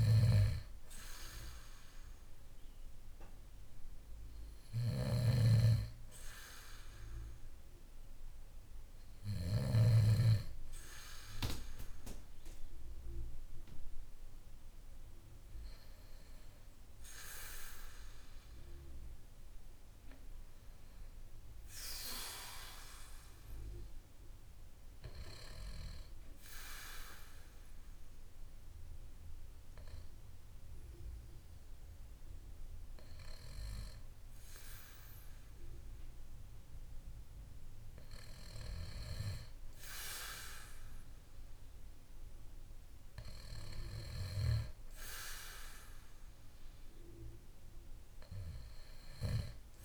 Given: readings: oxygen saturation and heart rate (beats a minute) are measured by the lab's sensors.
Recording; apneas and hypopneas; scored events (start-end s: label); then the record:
breathing in sleep by a room microphone; none
0.00-9.50 s: snoring (device-marked)
From the record:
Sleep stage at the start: N2 (light sleep); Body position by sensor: on the back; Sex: male